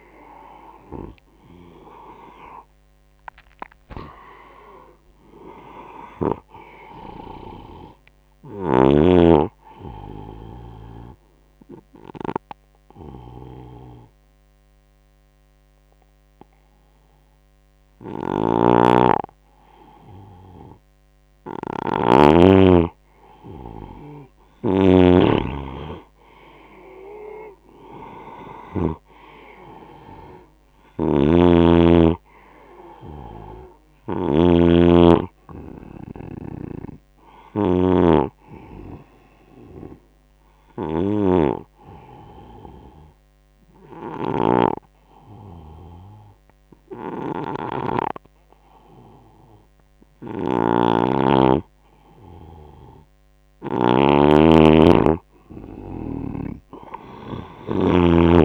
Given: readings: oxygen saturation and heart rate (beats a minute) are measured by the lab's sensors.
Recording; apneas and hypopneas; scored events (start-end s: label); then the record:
breathing in sleep by a microphone on the trachea; 2
0.00-3.50 s: arousal
11.00-22.00 s: hypopnea (oxygen 97% before, 92% lowest, heart rate 82 before, 72 extreme, up 12 after)
17.50-22.00 s: snoring (device-marked)
23.00-26.50 s: arousal
24.00-28.50 s: snoring (device-marked)
25.50-44.50 s: oxygen desaturation (device-marked, oxygen 97% before, 93% lowest, heart rate 81 before, 70 extreme)
30.50-34.00 s: snoring (device-marked)
36.00-53.50 s: snoring (device-marked)
39.50-52.00 s: hypopnea (oxygen 97% before, 92% lowest, heart rate 79 before, 70 extreme, up 7 after)
55.50-58.44 s: arousal
56.50-58.44 s: oxygen desaturation (device-marked, oxygen 97% before, 92% lowest, heart rate 77 before, 70 extreme)
From the record:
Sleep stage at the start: N2 (light sleep); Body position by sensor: on the right side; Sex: male